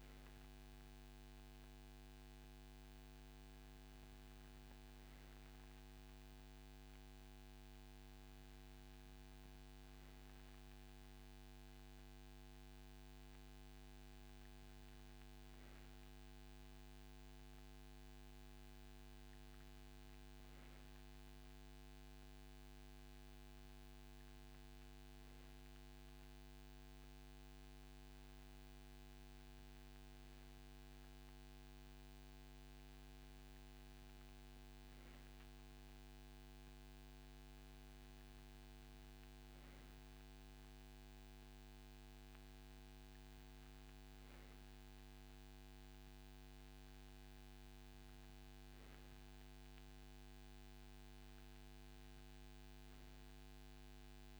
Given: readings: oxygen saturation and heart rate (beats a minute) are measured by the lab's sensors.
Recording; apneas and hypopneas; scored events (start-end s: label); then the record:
breathing in sleep, hard to hear, by a microphone on the trachea; none
none scored
From the record:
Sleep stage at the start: N3 (deep sleep); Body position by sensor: on the right side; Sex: male